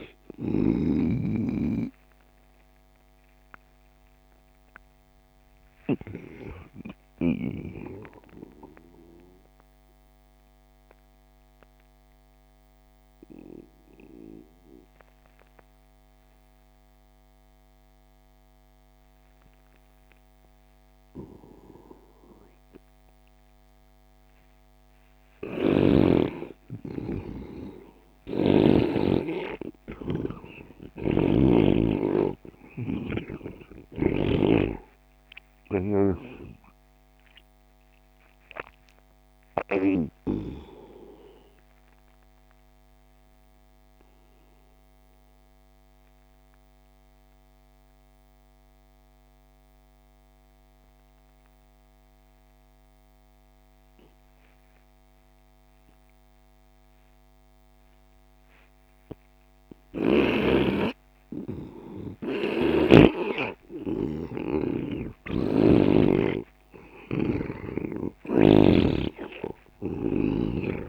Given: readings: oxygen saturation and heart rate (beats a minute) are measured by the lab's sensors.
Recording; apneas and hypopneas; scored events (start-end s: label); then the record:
breathing in sleep by a microphone on the trachea; 2
1.50-6.50 s: snoring (device-marked)
2.00-19.00 s: oxygen desaturation (device-marked, oxygen 98% before, 95% lowest)
7.50-23.50 s: mixed apnea (oxygen 98% before, 90% lowest)
25.50-29.00 s: snoring (device-marked)
26.00-46.00 s: oxygen desaturation (device-marked, oxygen 99% before, 92% lowest)
26.50-31.50 s: arousal
31.00-34.50 s: snoring (device-marked)
37.50-58.50 s: obstructive apnea (oxygen 99% before, 90% lowest)
59.00-70.89 s: oxygen desaturation (device-marked, oxygen 99% before, 90% lowest)
61.00-65.00 s: arousal
62.50-70.89 s: snoring (device-marked)
From the record:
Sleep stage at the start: N2 (light sleep); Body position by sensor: on the right side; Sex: male